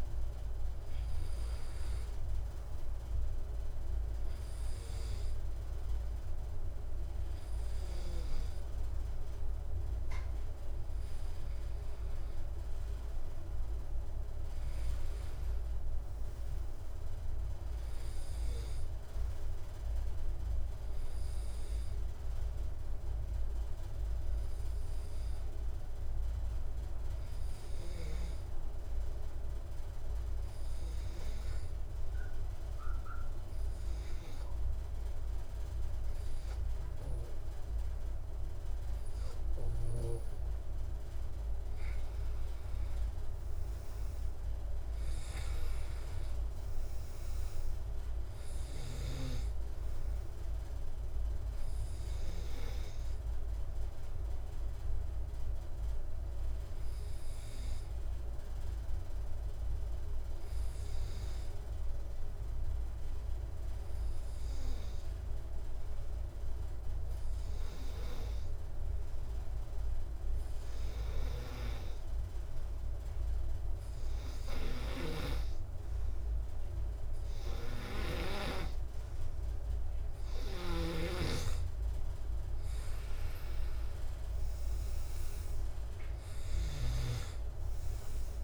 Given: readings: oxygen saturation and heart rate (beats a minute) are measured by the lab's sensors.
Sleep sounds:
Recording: breathing in sleep by a room microphone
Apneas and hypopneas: 2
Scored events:
23.50-39.50 s: obstructive apnea (oxygen 97% before, 89% lowest)
42.50-46.00 s: arousal
46.00-64.00 s: oxygen desaturation (device-marked, oxygen 95% before, 90% lowest)
58.50-80.50 s: obstructive apnea (oxygen 95% before, 89% lowest, heart rate 32 before, 69 extreme, up 14 after)
78.00-88.44 s: oxygen desaturation (device-marked, oxygen 97% before, 89% lowest)
81.00-84.50 s: arousal
From the record:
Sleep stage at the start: N2 (light sleep)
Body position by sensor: on the back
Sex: male

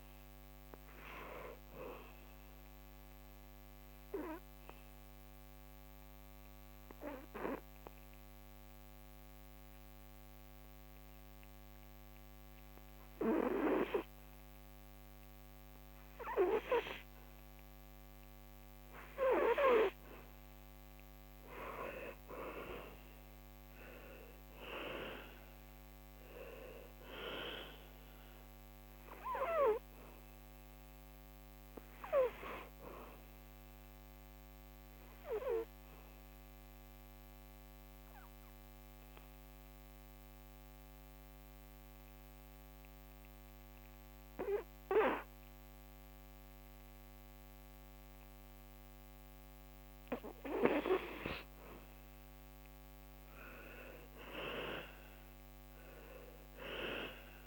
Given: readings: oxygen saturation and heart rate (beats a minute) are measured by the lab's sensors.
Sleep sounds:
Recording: breathing in sleep by a microphone on the trachea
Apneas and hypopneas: 2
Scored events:
0.00-14.00 s: oxygen desaturation (device-marked, oxygen 83% lowest, heart rate 71 extreme)
1.50-19.50 s: obstructive apnea (oxygen 98% before, 83% lowest, heart rate 75 before, 73 extreme, up 6 after)
22.00-26.50 s: arousal
23.00-43.00 s: oxygen desaturation (device-marked, oxygen 98% before, 90% lowest, heart rate 76 before, 72 extreme)
35.00-48.50 s: obstructive apnea (oxygen 98% before, 85% lowest, heart rate 77 before, 72 extreme, up 5 after)
52.00-57.47 s: oxygen desaturation (device-marked, oxygen 97% before, 86% lowest, heart rate 75 before, 73 extreme)
52.50-57.47 s: arousal
From the record:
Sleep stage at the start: N2 (light sleep)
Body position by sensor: on the back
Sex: male

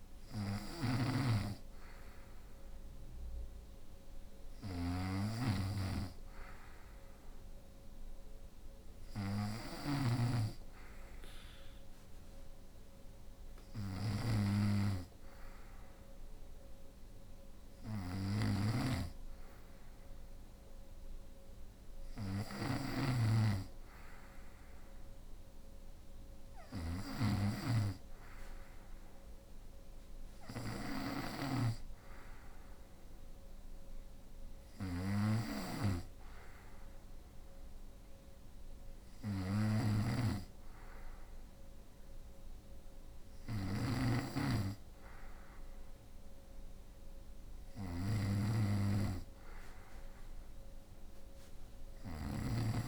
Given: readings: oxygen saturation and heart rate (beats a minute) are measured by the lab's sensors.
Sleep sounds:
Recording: breathing in sleep by a room microphone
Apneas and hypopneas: none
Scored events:
0.00-52.88 s: snoring (device-marked)
From the record:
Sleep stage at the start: N2 (light sleep)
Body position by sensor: on the right side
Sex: female

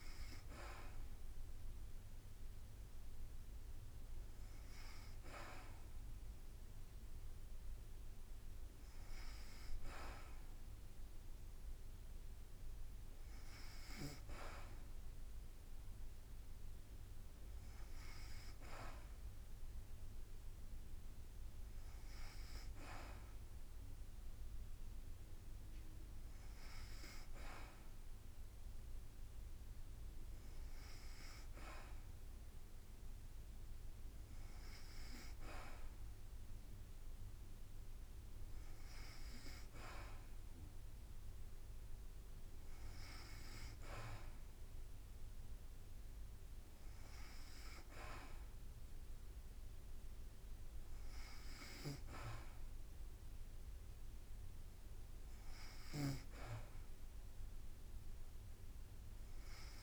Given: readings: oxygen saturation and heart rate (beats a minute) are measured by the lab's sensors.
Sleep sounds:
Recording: breathing in sleep by a room microphone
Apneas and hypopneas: none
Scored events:
5.50-17.50 s: drop in pulse transit time (device-marked, heart rate 54 before, 52 extreme)
From the record:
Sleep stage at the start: N2 (light sleep)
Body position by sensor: on the back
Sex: female

